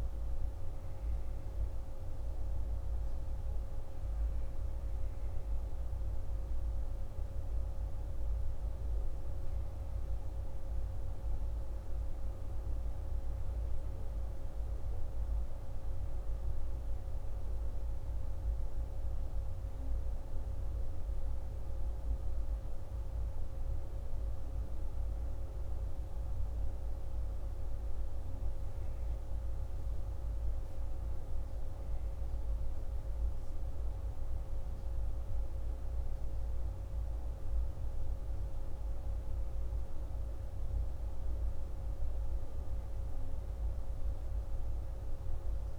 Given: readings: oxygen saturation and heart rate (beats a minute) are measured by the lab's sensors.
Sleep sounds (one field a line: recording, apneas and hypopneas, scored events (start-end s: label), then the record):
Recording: breathing in sleep, hard to hear, by a room microphone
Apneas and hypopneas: none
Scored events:
none scored
From the record:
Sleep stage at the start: N1 (lightest sleep)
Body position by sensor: on the back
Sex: male